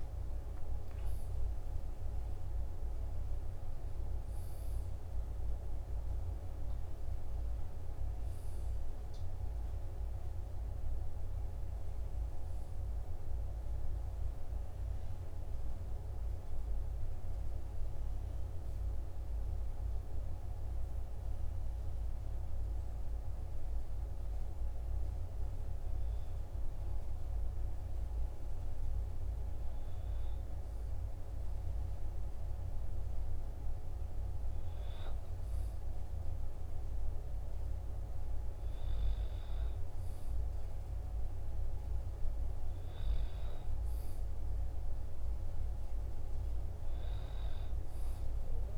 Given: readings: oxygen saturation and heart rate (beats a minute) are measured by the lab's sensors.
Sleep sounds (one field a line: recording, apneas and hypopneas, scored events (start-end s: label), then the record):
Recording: breathing in sleep, hard to hear, by a room microphone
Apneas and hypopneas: none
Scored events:
none scored
From the record:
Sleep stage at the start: N2 (light sleep)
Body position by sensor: on the back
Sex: male